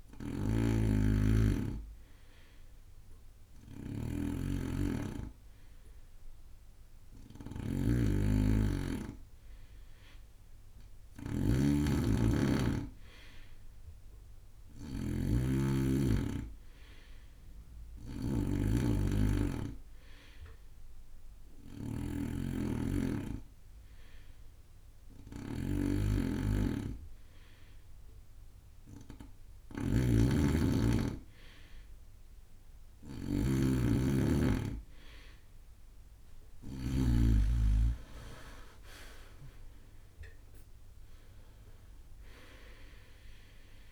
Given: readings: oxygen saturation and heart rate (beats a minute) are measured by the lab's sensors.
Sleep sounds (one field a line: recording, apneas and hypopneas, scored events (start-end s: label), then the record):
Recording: breathing in sleep by a room microphone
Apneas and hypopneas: none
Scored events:
0.00-37.50 s: snoring (device-marked)
From the record:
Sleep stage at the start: N2 (light sleep)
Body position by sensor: on the right side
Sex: male